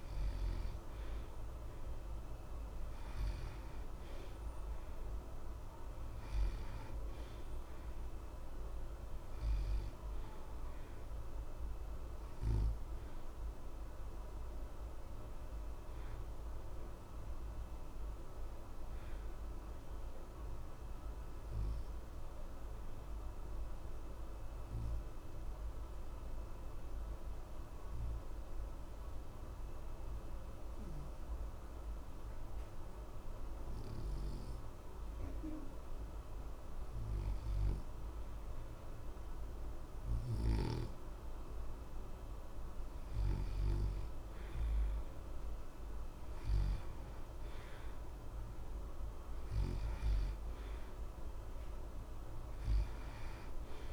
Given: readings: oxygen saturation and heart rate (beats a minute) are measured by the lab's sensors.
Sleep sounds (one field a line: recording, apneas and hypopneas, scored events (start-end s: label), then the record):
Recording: breathing in sleep, hard to hear, by a room microphone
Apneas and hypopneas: 1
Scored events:
6.50-35.50 s: oxygen desaturation (device-marked, oxygen 94% before, 88% lowest, heart rate 61 before, 60 extreme)
16.00-41.00 s: mixed apnea (oxygen 94% before, 88% lowest, heart rate 61 before, 60 extreme, up 0 after)
44.00-48.50 s: arousal
52.50-53.93 s: oxygen desaturation (device-marked, oxygen 93% before, 88% lowest, heart rate 60 before, 60 extreme)
From the record:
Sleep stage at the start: N2 (light sleep)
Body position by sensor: on the back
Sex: male